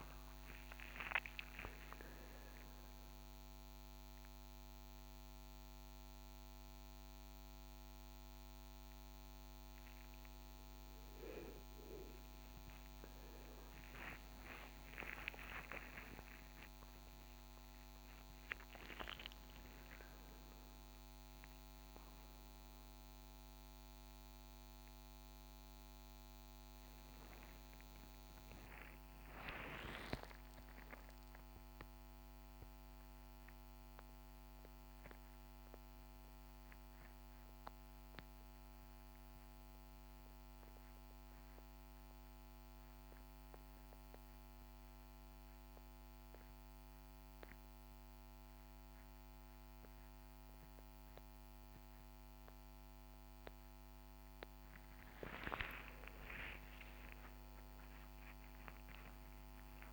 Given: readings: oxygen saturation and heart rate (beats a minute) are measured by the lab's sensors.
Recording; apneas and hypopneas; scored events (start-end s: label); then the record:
a person awake in a sleep study, by a microphone on the trachea; none
2.00-59.93 s: new sleep stage, awake
From the record:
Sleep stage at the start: N1 (lightest sleep); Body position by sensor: on the right side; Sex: male